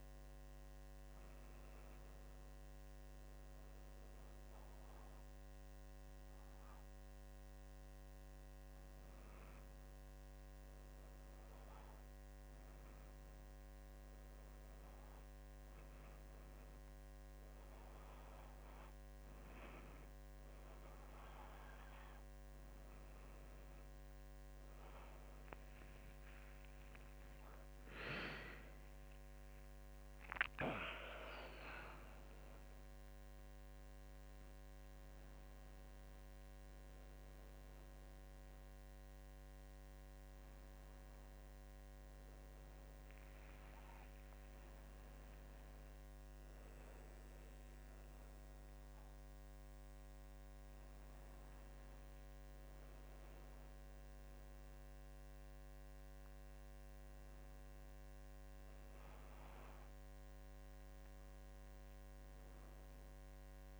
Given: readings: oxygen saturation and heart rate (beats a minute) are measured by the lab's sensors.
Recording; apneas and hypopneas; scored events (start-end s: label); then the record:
a person awake in a sleep study, hard to hear, by a microphone on the trachea; none
none scored
From the record:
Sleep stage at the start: awake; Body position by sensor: on the back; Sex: female